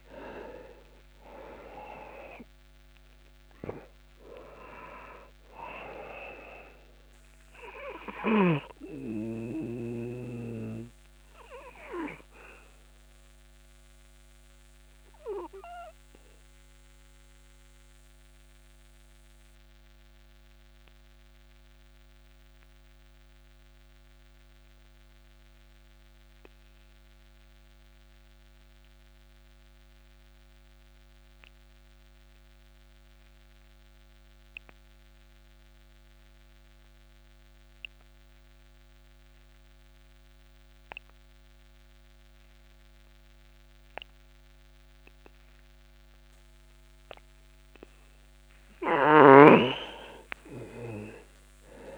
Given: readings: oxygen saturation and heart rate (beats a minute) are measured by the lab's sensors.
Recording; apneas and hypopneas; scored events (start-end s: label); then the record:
breathing in sleep by a microphone on the trachea; 1
0.00-2.50 s: arousal
0.00-30.50 s: oxygen desaturation (device-marked, oxygen 85% lowest)
10.50-47.00 s: obstructive apnea (oxygen 98% before, 85% lowest)
44.50-51.98 s: oxygen desaturation (device-marked, oxygen 99% before, 86% lowest)
From the record:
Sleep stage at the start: N2 (light sleep); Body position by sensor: on the back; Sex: male